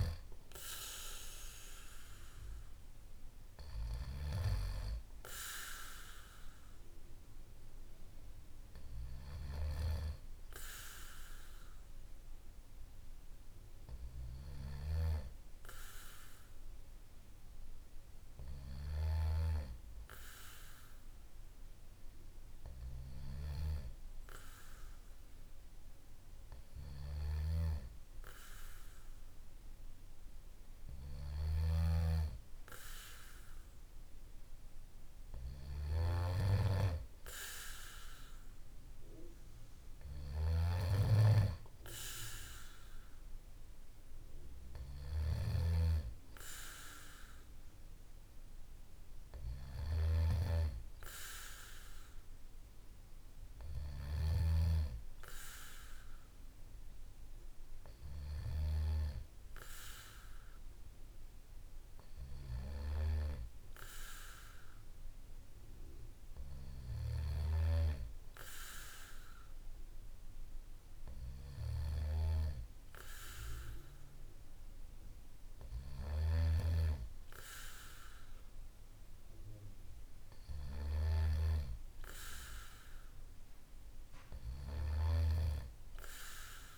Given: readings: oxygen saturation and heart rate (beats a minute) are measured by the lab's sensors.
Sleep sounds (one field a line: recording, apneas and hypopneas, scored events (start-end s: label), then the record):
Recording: breathing in sleep by a room microphone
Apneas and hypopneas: none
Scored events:
none scored
From the record:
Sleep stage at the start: N2 (light sleep)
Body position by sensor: on the back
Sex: male